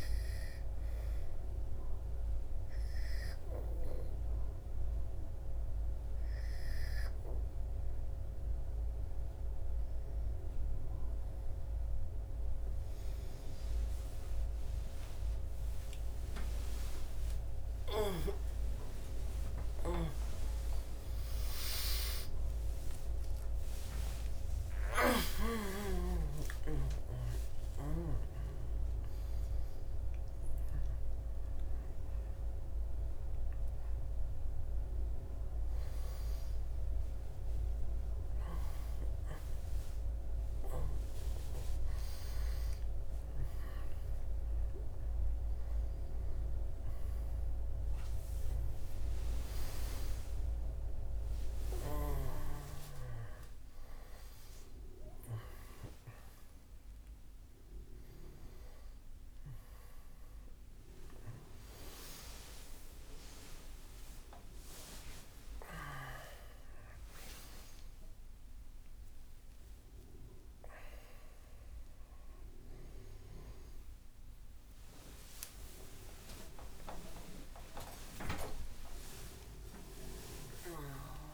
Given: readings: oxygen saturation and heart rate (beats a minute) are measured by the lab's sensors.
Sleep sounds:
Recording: a person awake in a sleep study, by a room microphone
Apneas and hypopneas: none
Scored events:
1.50-81.34 s: new sleep stage, awake
From the record:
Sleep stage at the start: N2 (light sleep)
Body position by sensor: on the back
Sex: male

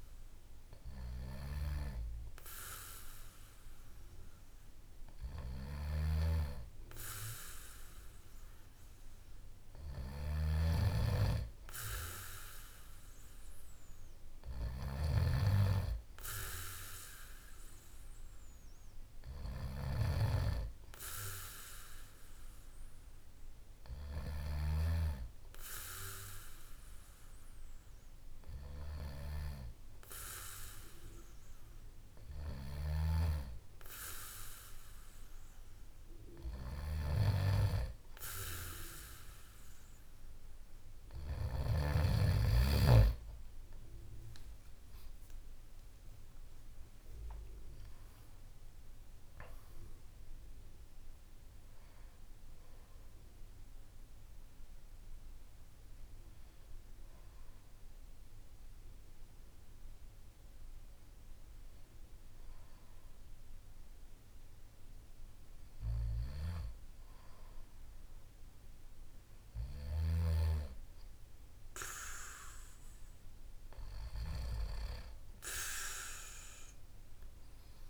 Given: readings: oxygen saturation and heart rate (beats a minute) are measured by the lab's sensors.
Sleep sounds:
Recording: breathing in sleep by a room microphone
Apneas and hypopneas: none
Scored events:
10.00-15.00 s: snoring (device-marked)
58.50-77.90 s: new sleep stage, awake
From the record:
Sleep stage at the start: N2 (light sleep)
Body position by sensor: on the back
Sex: male

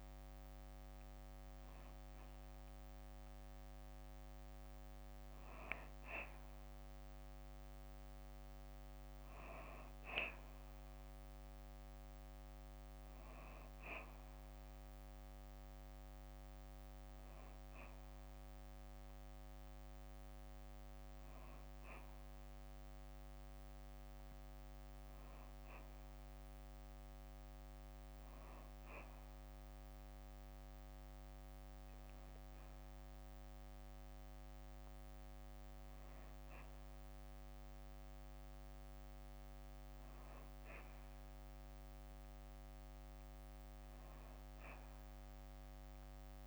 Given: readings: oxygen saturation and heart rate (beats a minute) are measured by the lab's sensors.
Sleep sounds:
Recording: breathing in sleep, hard to hear, by a microphone on the trachea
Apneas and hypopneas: none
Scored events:
none scored
From the record:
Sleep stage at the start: N2 (light sleep)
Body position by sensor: on the back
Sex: female

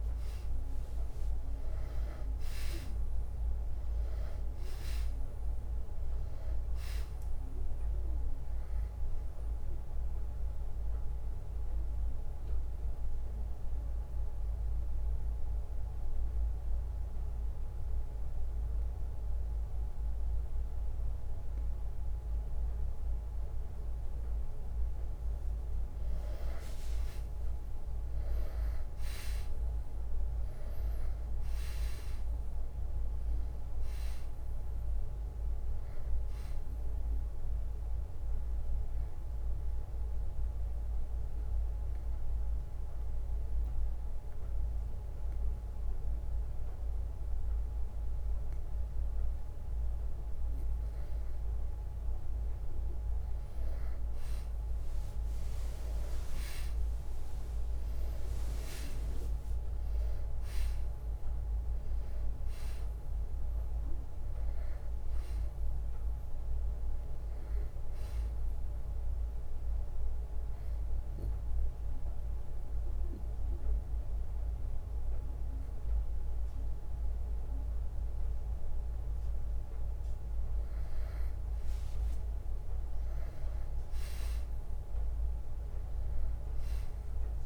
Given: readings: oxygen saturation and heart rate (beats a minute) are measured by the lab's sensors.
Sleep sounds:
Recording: breathing in sleep, hard to hear, by a room microphone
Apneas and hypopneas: 3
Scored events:
1.50-5.50 s: arousal
1.50-13.50 s: drop in pulse transit time (device-marked, heart rate 62 before, 60 extreme)
8.50-11.50 s: oxygen desaturation (device-marked, oxygen 96% before, 93% lowest, heart rate 63 before, 54 extreme)
12.50-25.00 s: obstructive apnea (oxygen 96% before, 90% lowest, heart rate 62 before, 54 extreme, up 13 after)
15.50-22.50 s: bradycardia (device-marked, heart rate 65 before, 54 extreme)
18.50-30.50 s: oxygen desaturation (device-marked, oxygen 94% before, 91% lowest, heart rate 62 before, 55 extreme)
20.50-22.50 s: long interval between heartbeats (device-marked, heart rate 62 before, 54 extreme)
26.50-39.50 s: drop in pulse transit time (device-marked, heart rate 60 before, 59 extreme)
27.00-32.00 s: arousal
39.50-50.00 s: obstructive apnea (oxygen 96% before, 90% lowest, heart rate 61 before, 61 extreme, up 0 after)
41.50-57.50 s: oxygen desaturation (device-marked, oxygen 96% before, 90% lowest, heart rate 61 before, 54 extreme)
55.50-68.50 s: drop in pulse transit time (device-marked, heart rate 62 before, 61 extreme)
57.50-61.50 s: arousal
70.50-80.50 s: mixed apnea (oxygen 97% before, 91% lowest, heart rate 64 before, 54 extreme, up 8 after)
73.50-80.50 s: bradycardia (device-marked, heart rate 64 before, 54 extreme)
82.00-86.00 s: arousal
From the record:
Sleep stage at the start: N2 (light sleep)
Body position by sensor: on the back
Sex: male

